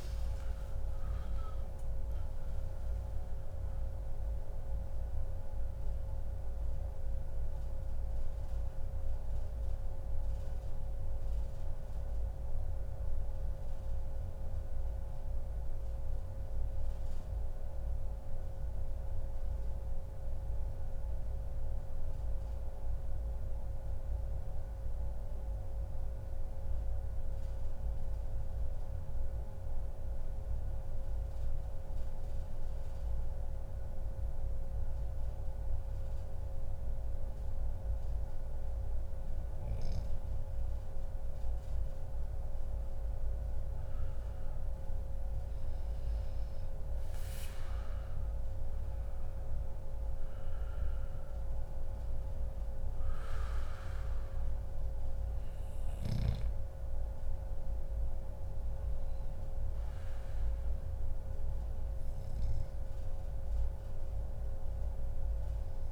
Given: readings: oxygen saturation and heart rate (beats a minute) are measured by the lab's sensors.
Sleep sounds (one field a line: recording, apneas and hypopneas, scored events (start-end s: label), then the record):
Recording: breathing in sleep, hard to hear, by a room microphone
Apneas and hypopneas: 1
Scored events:
15.00-17.00 s: long interval between heartbeats (device-marked, heart rate 128 before, 123 extreme)
15.50-39.50 s: central apnea (oxygen 98% before, 93% lowest, heart rate 128 before, 91 extreme, up 8 after)
23.50-25.50 s: long interval between heartbeats (device-marked, heart rate 124 before, 100 extreme)
37.50-39.50 s: long interval between heartbeats (device-marked, heart rate 106 before, 107 extreme)
41.50-46.00 s: arousal
47.50-49.50 s: long interval between heartbeats (device-marked, heart rate 110 before, 108 extreme)
50.00-65.92 s: oxygen desaturation (device-marked, oxygen 98% before, 93% lowest, heart rate 110 before, 102 extreme)
55.50-57.50 s: long interval between heartbeats (device-marked, heart rate 108 before, 106 extreme)
From the record:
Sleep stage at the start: N2 (light sleep)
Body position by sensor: on the back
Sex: male